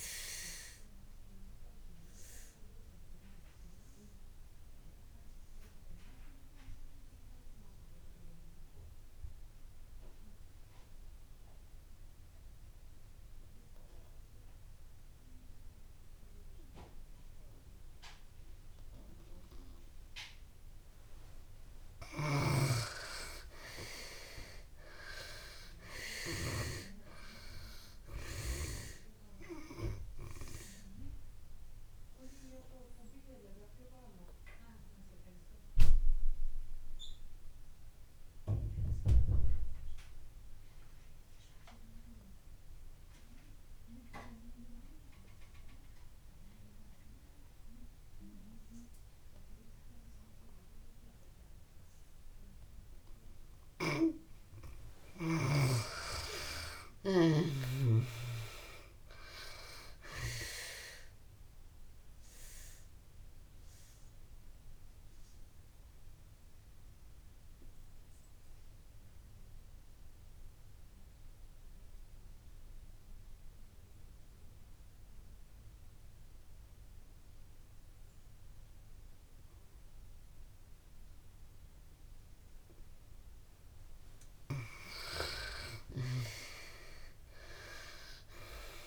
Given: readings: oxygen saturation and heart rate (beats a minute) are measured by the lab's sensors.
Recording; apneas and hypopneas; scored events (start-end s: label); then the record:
breathing in sleep by a room microphone; 3
0.00-19.50 s: oxygen desaturation (device-marked, oxygen 76% lowest)
1.50-21.50 s: obstructive apnea (oxygen 97% before, 74% lowest)
23.00-25.50 s: arousal
25.50-48.50 s: oxygen desaturation (device-marked, oxygen 96% before, 76% lowest)
29.50-52.50 s: obstructive apnea (oxygen 96% before, 74% lowest)
53.50-84.50 s: oxygen desaturation (device-marked, oxygen 96% before, 74% lowest)
56.00-58.50 s: arousal
61.50-83.50 s: obstructive apnea (oxygen 96% before, 71% lowest)
86.00-88.50 s: arousal
86.50-88.87 s: oxygen desaturation (device-marked, oxygen 95% before, 75% lowest)
From the record:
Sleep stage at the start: N2 (light sleep); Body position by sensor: on the back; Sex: female